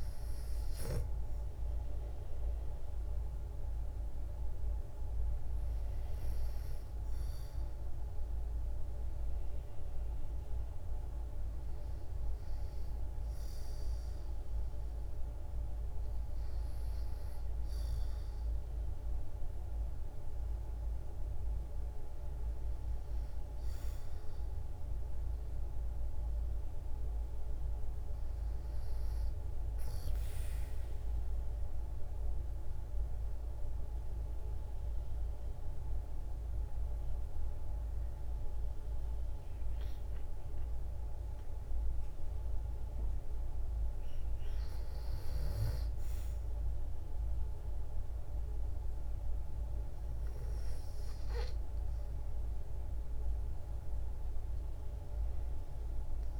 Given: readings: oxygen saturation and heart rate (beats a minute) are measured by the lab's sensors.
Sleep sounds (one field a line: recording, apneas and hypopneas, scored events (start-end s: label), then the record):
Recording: breathing in sleep, hard to hear, by a room microphone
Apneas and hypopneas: 1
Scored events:
0.00-3.00 s: oxygen desaturation (device-marked, oxygen 90% lowest, heart rate 57 extreme)
30.50-43.00 s: obstructive apnea (oxygen 96% before, 91% lowest, heart rate 59 before, 60 extreme, up 4 after)
46.00-49.00 s: arousal
47.00-56.39 s: oxygen desaturation (device-marked, oxygen 95% before, 91% lowest, heart rate 61 before, 56 extreme)
From the record:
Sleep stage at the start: N2 (light sleep)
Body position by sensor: on the back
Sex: female